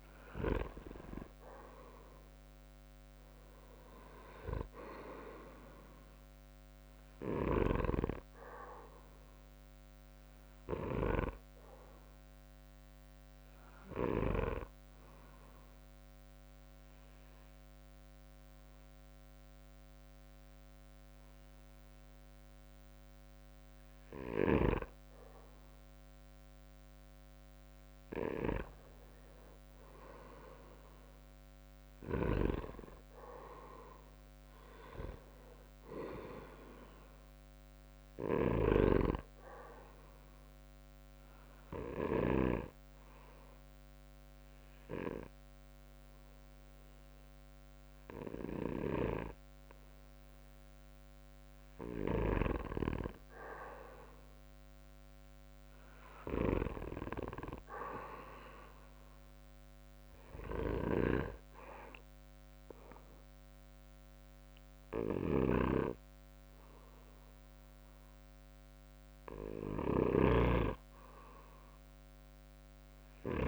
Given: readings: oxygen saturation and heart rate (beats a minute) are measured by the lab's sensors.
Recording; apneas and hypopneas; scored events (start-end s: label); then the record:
breathing in sleep by a microphone on the trachea; 2
0.00-2.50 s: arousal
3.50-14.50 s: oxygen desaturation (device-marked, oxygen 97% before, 94% lowest, heart rate 67 before, 64 extreme)
9.50-23.50 s: obstructive apnea (oxygen 97% before, 94% lowest, heart rate 68 before, 64 extreme, up 4 after)
30.00-32.50 s: arousal
39.50-50.50 s: obstructive apnea (oxygen 97% before, 94% lowest, heart rate 68 before, 65 extreme, up 4 after)
56.00-60.50 s: arousal
From the record:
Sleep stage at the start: N2 (light sleep); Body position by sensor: on the back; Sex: male